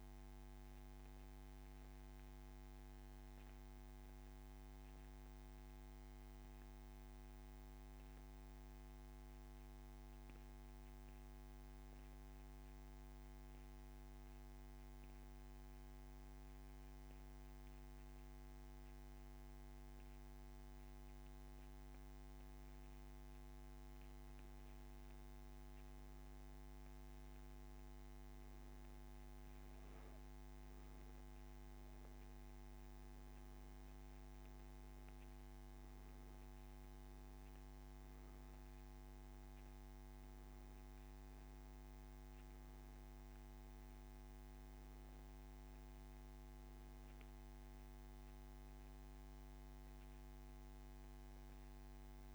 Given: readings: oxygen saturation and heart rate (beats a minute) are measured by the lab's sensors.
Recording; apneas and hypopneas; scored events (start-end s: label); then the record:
breathing in sleep, hard to hear, by a microphone on the trachea; 1
0.00-16.00 s: oxygen desaturation (device-marked, oxygen 91% lowest)
0.50-21.50 s: obstructive apnea (oxygen 97% before, 90% lowest)
24.00-27.00 s: arousal
41.00-52.35 s: oxygen desaturation (device-marked, oxygen 95% before, 90% lowest)
45.50-49.50 s: arousal
From the record:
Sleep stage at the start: N2 (light sleep); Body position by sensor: on the back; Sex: male